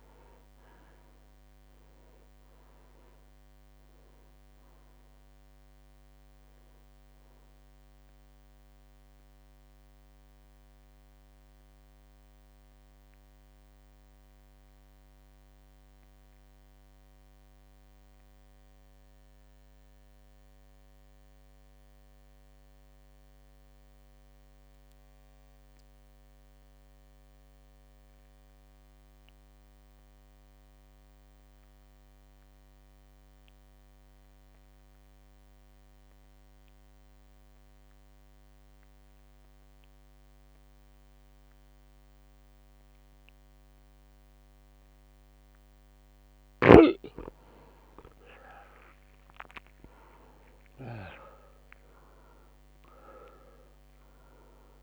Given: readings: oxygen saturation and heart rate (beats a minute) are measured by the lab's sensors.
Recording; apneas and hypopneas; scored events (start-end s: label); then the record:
breathing in sleep by a microphone on the trachea; 1
0.00-24.00 s: drop in pulse transit time (device-marked, heart rate 54 extreme)
0.00-24.00 s: oxygen desaturation (device-marked, oxygen 83% lowest, heart rate 54 extreme)
8.50-43.50 s: mixed apnea (oxygen 99% before, 83% lowest, heart rate 57 before, 54 extreme, up 1 after)
43.00-54.83 s: oxygen desaturation (device-marked, oxygen 99% before, 83% lowest, heart rate 56 before, 53 extreme)
47.50-51.50 s: arousal
52.00-54.83 s: drop in pulse transit time (device-marked, heart rate 56 before, 53 extreme)
From the record:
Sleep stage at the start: N2 (light sleep); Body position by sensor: on the back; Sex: male